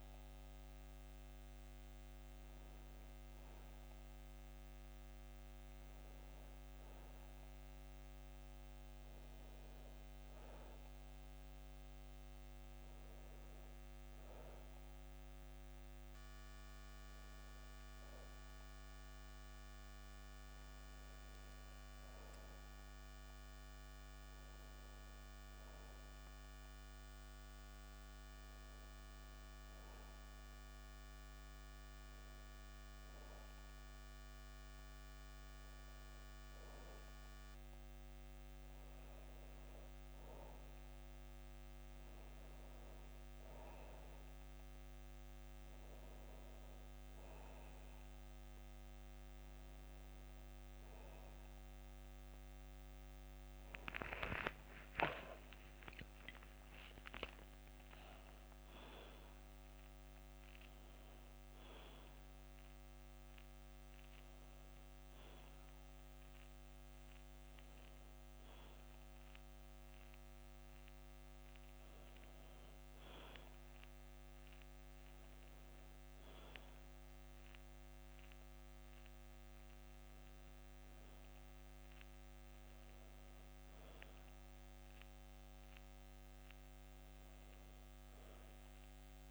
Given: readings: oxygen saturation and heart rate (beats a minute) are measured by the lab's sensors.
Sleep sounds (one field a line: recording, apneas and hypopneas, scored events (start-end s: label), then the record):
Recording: a person partly awake in a sleep study, hard to hear, by a microphone on the trachea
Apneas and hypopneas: 1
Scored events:
30.00-89.31 s: new sleep stage, N1 (lightest sleep)
31.00-41.00 s: obstructive apnea (oxygen 97% before, 91% lowest, heart rate 71 before, 78 extreme, up 0 after)
46.00-59.00 s: oxygen desaturation (device-marked, oxygen 95% before, 91% lowest, heart rate 78 before, 78 extreme)
50.50-56.00 s: arousal
From the record:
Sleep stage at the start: awake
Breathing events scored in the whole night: 397 in 3.1 hours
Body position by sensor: on the back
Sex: female